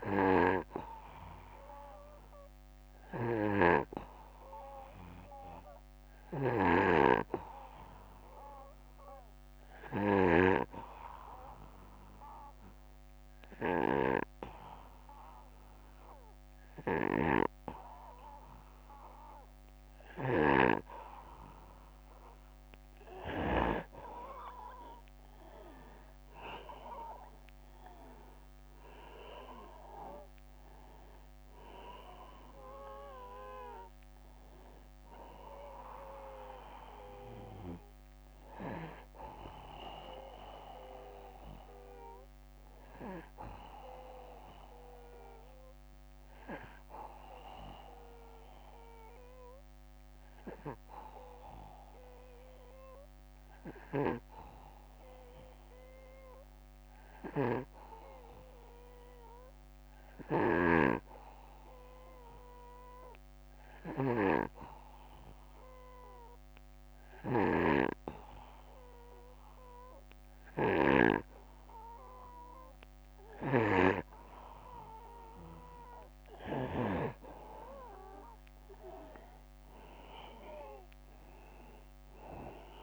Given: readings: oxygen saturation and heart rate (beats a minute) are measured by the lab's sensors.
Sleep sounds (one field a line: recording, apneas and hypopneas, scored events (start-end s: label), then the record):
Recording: breathing in sleep by a microphone on the trachea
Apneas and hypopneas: 2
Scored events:
2.00-23.00 s: snoring (device-marked)
5.00-18.50 s: obstructive apnea (oxygen 96% before, 89% lowest, heart rate 63 before, 60 extreme, up 2 after)
7.00-24.00 s: oxygen desaturation (device-marked, oxygen 95% before, 90% lowest, heart rate 63 before, 59 extreme)
25.00-28.50 s: arousal
43.00-71.50 s: obstructive apnea (oxygen 92% before, 89% lowest, heart rate 66 before, 59 extreme, up 4 after)
53.00-76.00 s: snoring (device-marked)
70.00-82.83 s: oxygen desaturation (device-marked, oxygen 97% before, 92% lowest, heart rate 61 before, 60 extreme)
78.00-82.83 s: arousal
From the record:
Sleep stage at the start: N2 (light sleep)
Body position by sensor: on the back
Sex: male